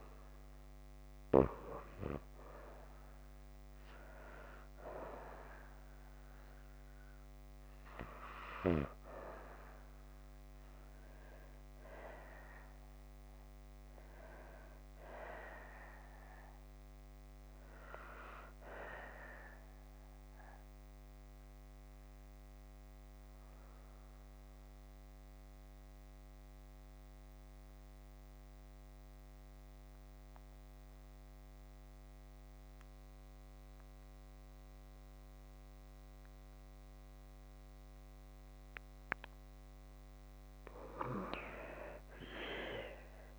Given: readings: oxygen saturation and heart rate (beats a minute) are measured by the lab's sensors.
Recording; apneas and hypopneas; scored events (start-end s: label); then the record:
breathing in sleep by a microphone on the trachea; 1
7.00-11.00 s: arousal
12.50-38.50 s: oxygen desaturation (device-marked, oxygen 95% before, 90% lowest, heart rate 59 before, 55 extreme)
18.50-38.50 s: obstructive apnea (oxygen 95% before, 88% lowest, heart rate 60 before, 55 extreme, up 2 after)
42.00-43.39 s: arousal
From the record:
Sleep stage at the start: N2 (light sleep); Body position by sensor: on the back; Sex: female